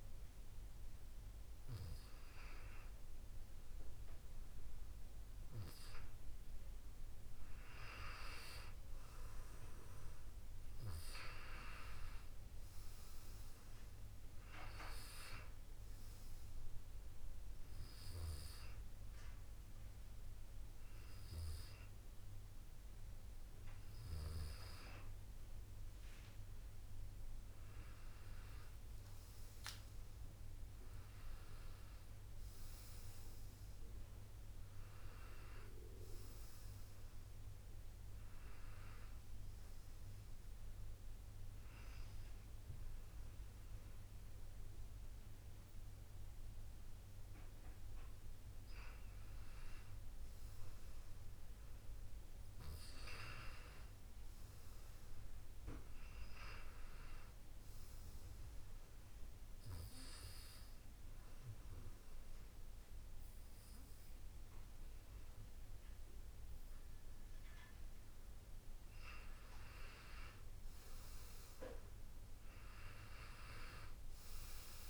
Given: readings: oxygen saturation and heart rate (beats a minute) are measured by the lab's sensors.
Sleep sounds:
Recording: breathing in sleep by a room microphone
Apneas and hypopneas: 3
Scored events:
8.00-12.00 s: arousal
12.00-28.00 s: oxygen desaturation (device-marked, oxygen 96% before, 92% lowest)
15.50-27.50 s: obstructive apnea (oxygen 96% before, 90% lowest)
29.00-32.50 s: arousal
40.50-50.50 s: obstructive apnea (oxygen 96% before, 90% lowest)
52.00-54.50 s: arousal
57.00-65.00 s: oxygen desaturation (device-marked, oxygen 97% before, 93% lowest)
58.00-68.50 s: obstructive apnea (oxygen 97% before, 90% lowest)
70.00-73.00 s: arousal
From the record:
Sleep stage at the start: N2 (light sleep)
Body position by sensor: on the back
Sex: male

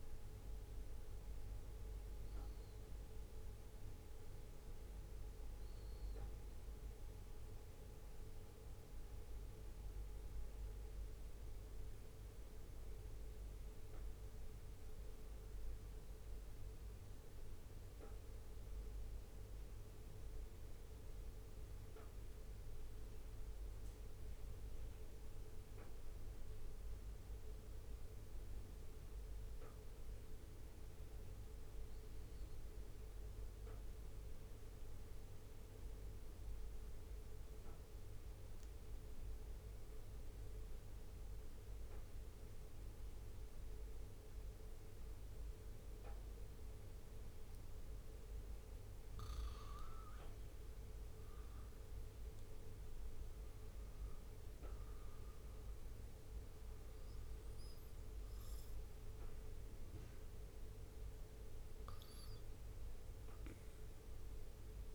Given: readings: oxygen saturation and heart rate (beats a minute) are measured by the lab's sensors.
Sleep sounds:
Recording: breathing in sleep, hard to hear, by a room microphone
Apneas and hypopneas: 1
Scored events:
14.00-27.00 s: hypopnea (oxygen 99% before, 94% lowest, heart rate 73 before, 65 extreme, up 2 after)
17.00-64.95 s: new sleep stage, N2 (light sleep)
29.50-33.00 s: arousal
60.50-63.50 s: arousal
From the record:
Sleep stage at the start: N1 (lightest sleep)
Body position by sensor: on the back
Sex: male

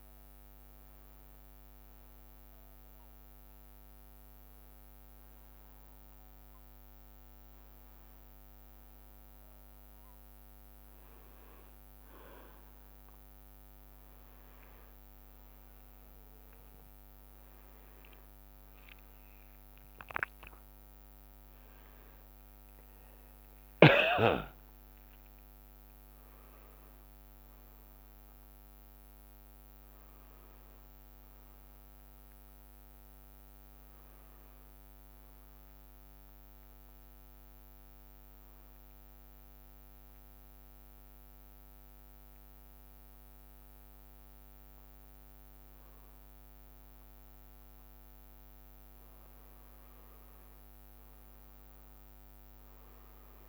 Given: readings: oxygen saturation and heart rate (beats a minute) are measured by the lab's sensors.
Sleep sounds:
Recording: breathing in sleep, hard to hear, by a microphone on the trachea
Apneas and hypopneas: 2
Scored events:
0.00-1.00 s: leg movement (device-marked)
2.00-13.00 s: hypopnea (oxygen 97% before, 93% lowest, heart rate 70 before, 68 extreme, up 7 after)
13.00-16.00 s: leg movement (device-marked)
17.00-22.50 s: arousal
23.50-27.50 s: leg movement (device-marked)
29.00-32.50 s: leg movement (device-marked)
38.00-53.49 s: new sleep stage, N2 (light sleep)
39.00-49.00 s: mixed apnea (oxygen 97% before, 93% lowest, heart rate 73 before, 65 extreme, up 4 after)
48.50-51.00 s: leg movement (device-marked)
51.00-53.49 s: arousal
From the record:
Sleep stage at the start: N1 (lightest sleep)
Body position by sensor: on the back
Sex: male

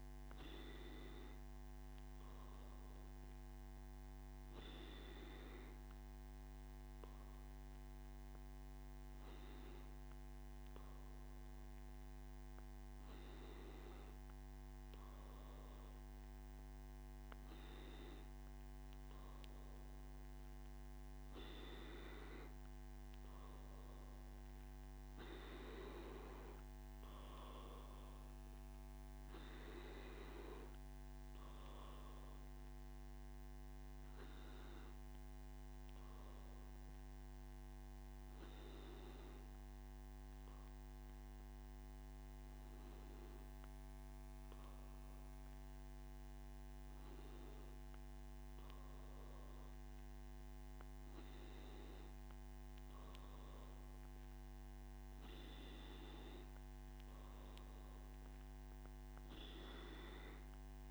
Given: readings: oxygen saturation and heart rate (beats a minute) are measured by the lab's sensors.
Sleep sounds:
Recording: breathing in sleep by a microphone on the trachea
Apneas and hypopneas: none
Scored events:
none scored
From the record:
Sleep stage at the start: N1 (lightest sleep)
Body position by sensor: on the back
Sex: male

